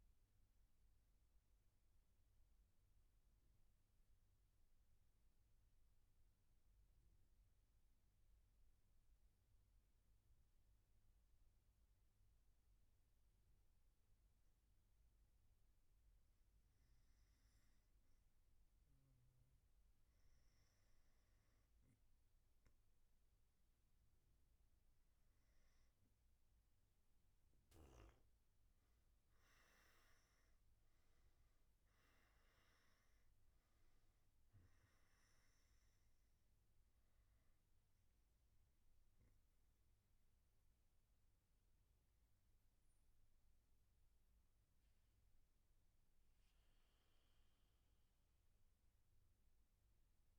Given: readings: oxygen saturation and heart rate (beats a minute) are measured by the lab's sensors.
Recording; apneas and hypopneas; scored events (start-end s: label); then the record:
breathing in sleep, hard to hear, by a room microphone; none
0.00-8.50 s: oxygen desaturation (device-marked, oxygen 93% lowest, heart rate 59 extreme)
19.50-43.50 s: oxygen desaturation (device-marked, oxygen 98% before, 93% lowest, heart rate 122 before, 59 extreme)
43.50-50.39 s: new sleep stage, N2 (light sleep)
From the record:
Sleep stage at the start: N1 (lightest sleep); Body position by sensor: on the back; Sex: male